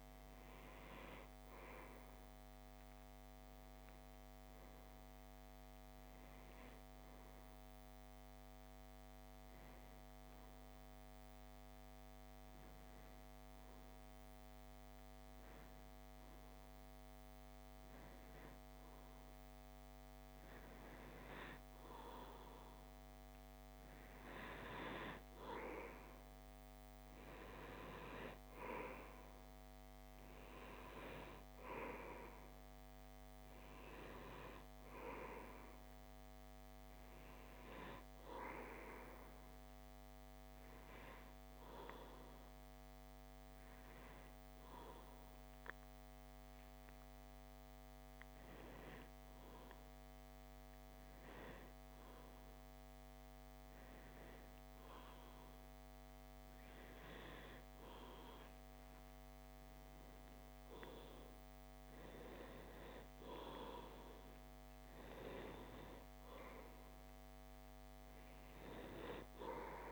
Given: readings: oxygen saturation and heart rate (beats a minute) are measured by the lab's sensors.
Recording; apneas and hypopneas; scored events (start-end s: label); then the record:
breathing in sleep by a microphone on the trachea; 2
6.50-21.50 s: hypopnea (oxygen 95% before, 92% lowest, heart rate 50 before, 27 extreme, up 1 after)
24.00-28.00 s: arousal
40.50-57.50 s: hypopnea (oxygen 94% before, 92% lowest)
59.50-64.50 s: arousal
From the record:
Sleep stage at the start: N2 (light sleep); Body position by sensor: on the left side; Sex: male